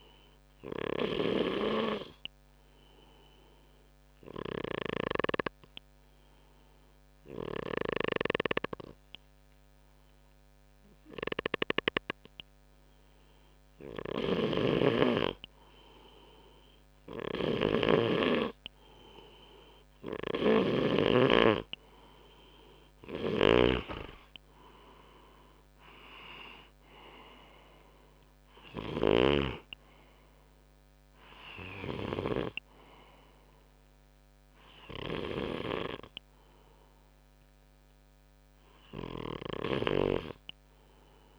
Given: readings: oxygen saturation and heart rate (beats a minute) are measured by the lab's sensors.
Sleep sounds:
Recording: breathing in sleep by a microphone on the trachea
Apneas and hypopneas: 1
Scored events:
0.00-11.50 s: snoring (device-marked)
1.50-14.00 s: obstructive apnea (oxygen 97% before, 94% lowest, heart rate 65 before, 64 extreme, up 1 after)
13.50-28.50 s: snoring (device-marked)
18.00-22.00 s: arousal
34.50-41.39 s: snoring (device-marked)
From the record:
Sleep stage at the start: N2 (light sleep)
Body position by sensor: on the front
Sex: male

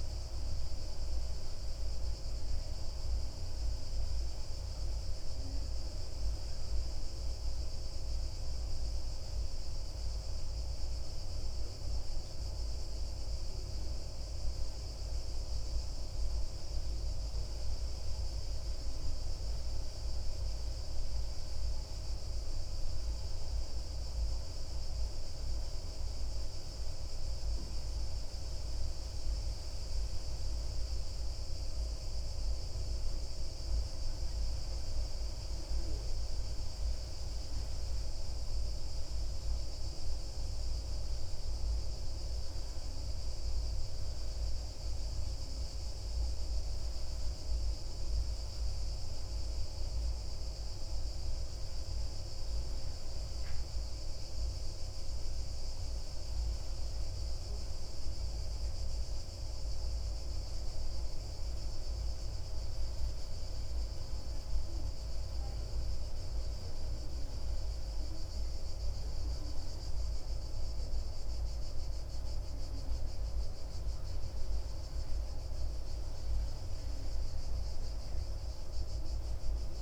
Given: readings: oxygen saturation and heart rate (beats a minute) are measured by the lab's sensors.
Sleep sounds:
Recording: breathing in sleep, hard to hear, by a room microphone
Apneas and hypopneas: none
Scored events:
none scored
From the record:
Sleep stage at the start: N1 (lightest sleep)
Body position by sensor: on the back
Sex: male

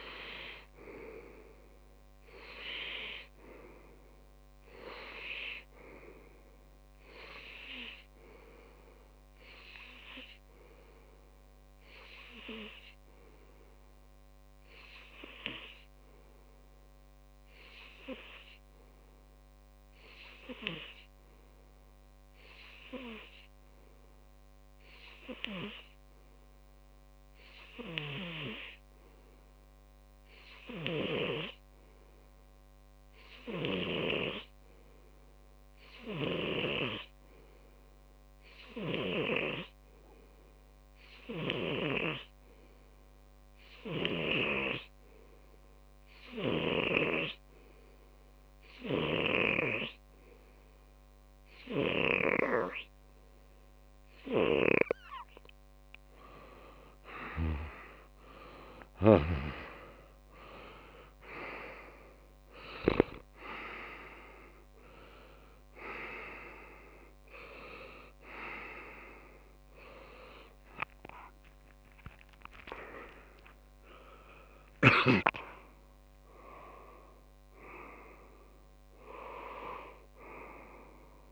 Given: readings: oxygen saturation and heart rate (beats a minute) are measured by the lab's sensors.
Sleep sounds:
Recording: breathing in sleep by a microphone on the trachea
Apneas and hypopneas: 1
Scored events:
14.00-56.00 s: obstructive apnea (oxygen 97% before, 93% lowest)
39.00-67.00 s: oxygen desaturation (device-marked, oxygen 99% before, 93% lowest)
70.50-74.00 s: arousal
From the record:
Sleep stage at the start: N2 (light sleep)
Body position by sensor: on the back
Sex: male

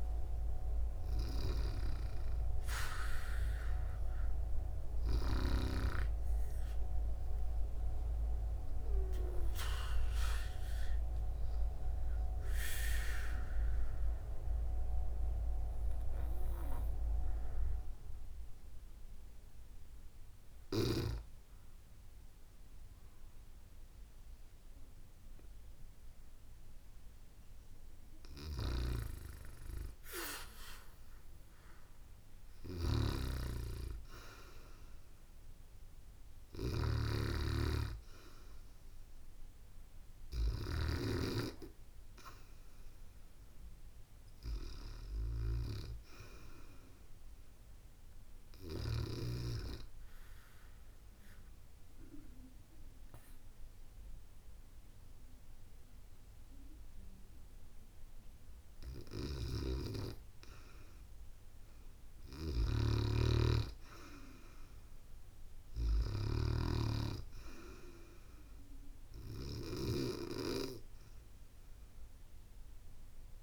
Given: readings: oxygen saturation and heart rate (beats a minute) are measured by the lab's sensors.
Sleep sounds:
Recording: breathing in sleep by a room microphone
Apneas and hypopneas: 2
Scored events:
12.50-27.00 s: obstructive apnea (oxygen 97% before, 93% lowest, heart rate 76 before, 68 extreme, up 6 after)
27.00-31.00 s: arousal
28.00-40.50 s: snoring (device-marked)
33.00-45.00 s: oxygen desaturation (device-marked, oxygen 97% before, 93% lowest, heart rate 71 before, 72 extreme)
47.50-58.50 s: obstructive apnea (oxygen 97% before, 94% lowest, heart rate 74 before, 72 extreme, up 3 after)
57.00-73.43 s: new sleep stage, REM sleep
59.00-66.50 s: snoring (device-marked)
60.50-65.00 s: arousal
From the record:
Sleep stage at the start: N2 (light sleep)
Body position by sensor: on the back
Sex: female

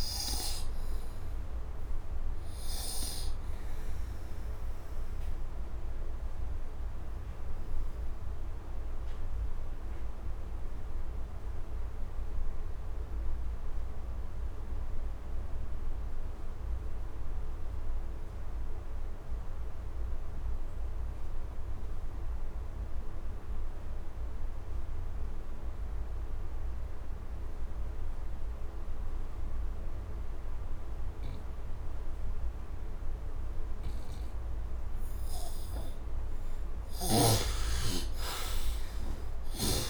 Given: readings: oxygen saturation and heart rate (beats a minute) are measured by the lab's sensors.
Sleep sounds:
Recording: breathing in sleep by a room microphone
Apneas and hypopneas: 1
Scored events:
0.00-12.00 s: oxygen desaturation (device-marked, oxygen 81% lowest, heart rate 67 extreme)
3.00-35.00 s: obstructive apnea (oxygen 100% before, 69% lowest, heart rate 78 before, 67 extreme, up 7 after)
25.00-39.90 s: oxygen desaturation (device-marked, oxygen 99% before, 69% lowest, heart rate 70 before, 71 extreme)
36.00-39.50 s: snoring (device-marked)
37.50-39.90 s: arousal
From the record:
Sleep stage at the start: N2 (light sleep)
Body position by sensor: on the right side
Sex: male

